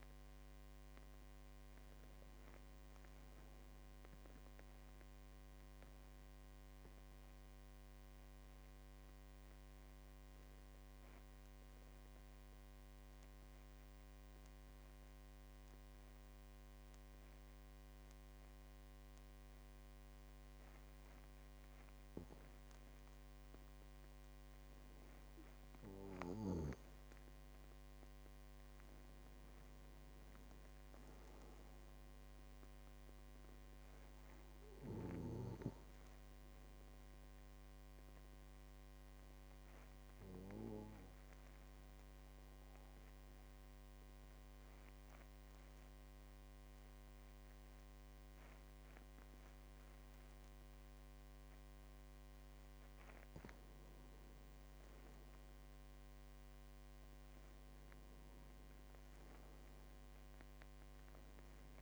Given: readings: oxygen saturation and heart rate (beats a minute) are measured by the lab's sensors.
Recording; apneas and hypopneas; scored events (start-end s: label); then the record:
breathing in sleep, hard to hear, by a microphone on the trachea; 2
0.00-11.50 s: oxygen desaturation (device-marked, oxygen 90% lowest, heart rate 47 extreme)
4.00-22.50 s: mixed apnea (oxygen 98% before, 90% lowest, heart rate 56 before, 47 extreme, up 6 after)
24.00-27.50 s: arousal
26.50-49.50 s: oxygen desaturation (device-marked, oxygen 99% before, 93% lowest, heart rate 50 before, 45 extreme)
38.50-51.50 s: obstructive apnea (oxygen 99% before, 93% lowest, heart rate 53 before, 45 extreme, up 9 after)
54.50-58.50 s: arousal
57.50-61.82 s: oxygen desaturation (device-marked, oxygen 98% before, 94% lowest, heart rate 51 before, 45 extreme)
From the record:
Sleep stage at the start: N2 (light sleep); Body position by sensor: on the back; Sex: male